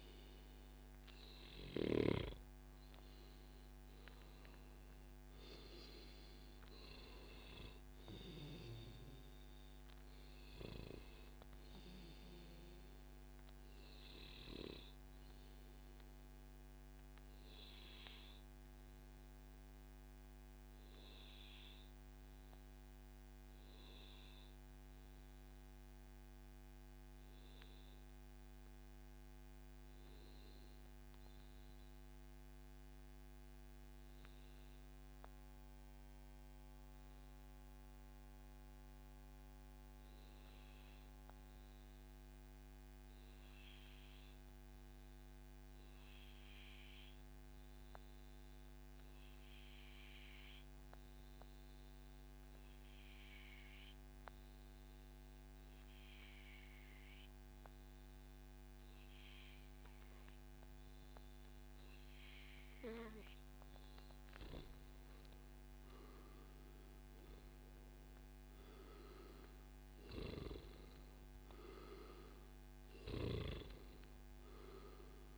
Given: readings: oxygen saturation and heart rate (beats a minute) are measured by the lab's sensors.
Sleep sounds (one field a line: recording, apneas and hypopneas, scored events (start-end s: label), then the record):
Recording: breathing in sleep by a microphone on the trachea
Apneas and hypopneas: 1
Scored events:
0.00-7.00 s: oxygen desaturation (device-marked, oxygen 93% lowest, heart rate 99 extreme)
14.00-62.00 s: obstructive apnea (oxygen 97% before, 92% lowest, heart rate 139 before, 99 extreme, up 2 after)
15.00-17.00 s: long interval between heartbeats (device-marked, heart rate 139 before, 132 extreme)
17.50-19.50 s: long interval between heartbeats (device-marked, heart rate 140 before, 114 extreme)
20.00-22.00 s: long interval between heartbeats (device-marked, heart rate 137 before, 99 extreme)
22.00-24.00 s: long interval between heartbeats (device-marked, heart rate 133 before, 105 extreme)
61.00-75.38 s: oxygen desaturation (device-marked, oxygen 97% before, 92% lowest, heart rate 141 before, 91 extreme)
65.50-69.00 s: arousal
From the record:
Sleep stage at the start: N2 (light sleep)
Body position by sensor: on the back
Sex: male